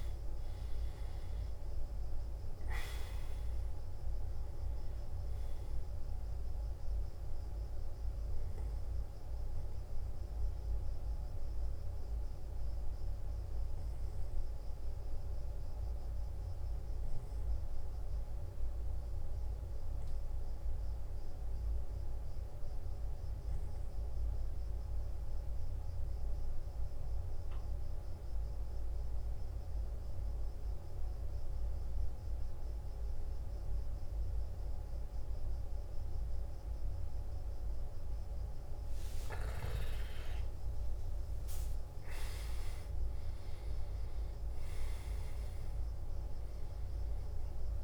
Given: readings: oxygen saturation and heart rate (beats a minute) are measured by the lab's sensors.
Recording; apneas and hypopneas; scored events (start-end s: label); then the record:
breathing in sleep, hard to hear, by a room microphone; 1
0.00-22.00 s: oxygen desaturation (device-marked, oxygen 88% lowest, heart rate 57 extreme)
9.50-40.00 s: obstructive apnea (oxygen 97% before, 88% lowest, heart rate 65 before, 57 extreme, up 15 after)
34.00-47.84 s: oxygen desaturation (device-marked, oxygen 98% before, 88% lowest, heart rate 58 before, 56 extreme)
40.50-44.50 s: arousal
From the record:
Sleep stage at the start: N2 (light sleep); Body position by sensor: on the back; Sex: male